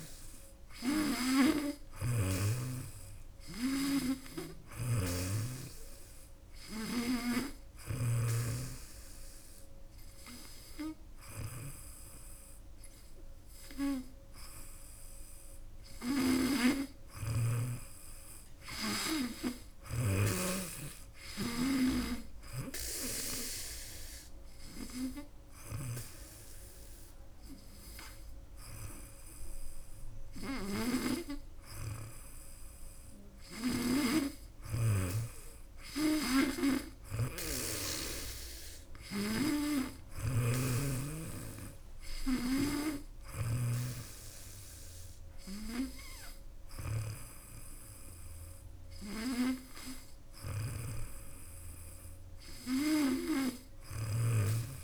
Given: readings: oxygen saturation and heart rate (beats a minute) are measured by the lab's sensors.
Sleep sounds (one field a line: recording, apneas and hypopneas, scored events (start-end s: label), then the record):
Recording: breathing in sleep by a room microphone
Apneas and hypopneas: none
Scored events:
0.00-3.00 s: arousal
0.00-8.00 s: snoring (device-marked)
34.50-42.50 s: snoring (device-marked)
50.00-54.00 s: snoring (device-marked)
From the record:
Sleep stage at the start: N2 (light sleep)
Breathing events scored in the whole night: 163 in 5.4 hours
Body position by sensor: on the back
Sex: female